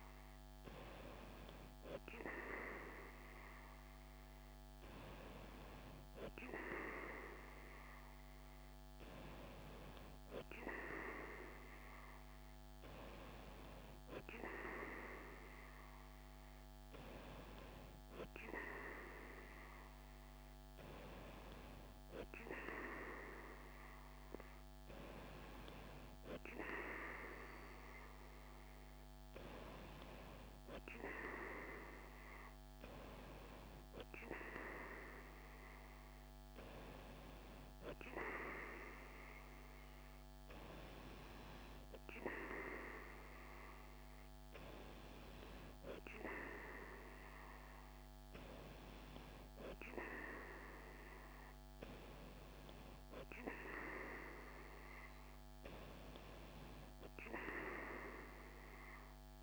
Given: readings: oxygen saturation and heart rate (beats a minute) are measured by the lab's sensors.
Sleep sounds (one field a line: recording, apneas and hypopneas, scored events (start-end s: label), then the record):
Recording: breathing in sleep by a microphone on the trachea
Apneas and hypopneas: none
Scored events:
none scored
From the record:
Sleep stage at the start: N3 (deep sleep)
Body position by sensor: on the right side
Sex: female